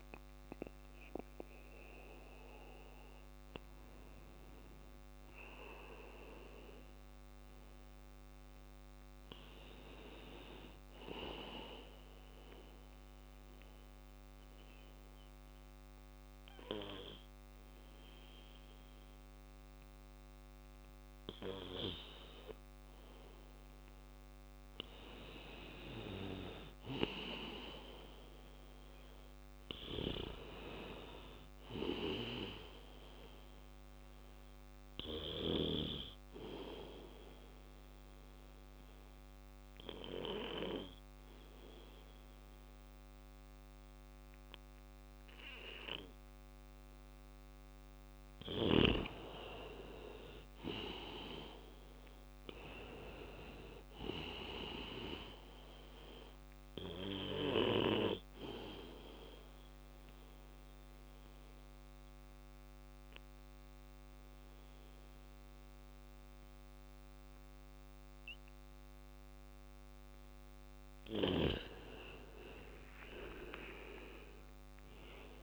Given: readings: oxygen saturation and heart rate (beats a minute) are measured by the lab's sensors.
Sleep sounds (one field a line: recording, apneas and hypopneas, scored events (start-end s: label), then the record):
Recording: breathing in sleep by a microphone on the trachea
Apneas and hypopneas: 3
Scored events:
8.50-41.50 s: bradycardia (device-marked, heart rate 60 before, 57 extreme)
10.50-23.00 s: obstructive apnea (oxygen 97% before, 93% lowest, heart rate 63 before, 57 extreme, up 2 after)
26.00-29.50 s: arousal
31.50-43.50 s: oxygen desaturation (device-marked, oxygen 97% before, 94% lowest, heart rate 58 before, 58 extreme)
33.50-47.00 s: obstructive apnea (oxygen 98% before, 93% lowest, heart rate 58 before, 58 extreme, up 5 after)
50.00-53.00 s: arousal
55.50-68.50 s: bradycardia (device-marked, heart rate 60 before, 58 extreme)
56.50-69.50 s: oxygen desaturation (device-marked, oxygen 97% before, 93% lowest, heart rate 60 before, 58 extreme)
57.00-69.50 s: obstructive apnea (oxygen 97% before, 93% lowest, heart rate 60 before, 58 extreme, up 6 after)
71.50-75.43 s: arousal
73.50-75.43 s: drop in pulse transit time (device-marked, heart rate 59 before, 59 extreme)
From the record:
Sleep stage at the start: N2 (light sleep)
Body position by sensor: on the back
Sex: male